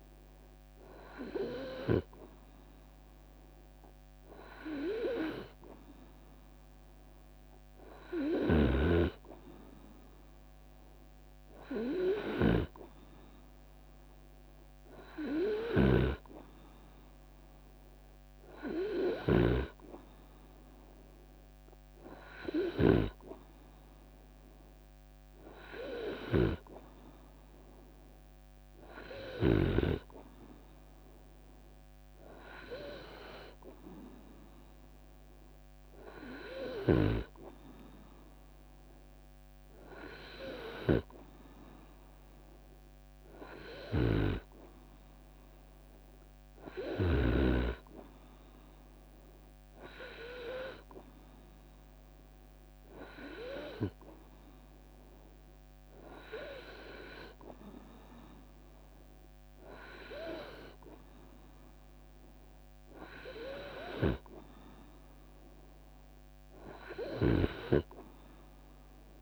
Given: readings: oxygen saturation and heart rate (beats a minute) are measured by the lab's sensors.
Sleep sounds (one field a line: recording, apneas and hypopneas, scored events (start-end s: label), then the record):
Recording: breathing in sleep by a microphone on the trachea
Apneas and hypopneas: none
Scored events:
46.50-57.50 s: drop in pulse transit time (device-marked, heart rate 75 before, 73 extreme)
From the record:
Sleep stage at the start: N2 (light sleep)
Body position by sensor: on the right side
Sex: male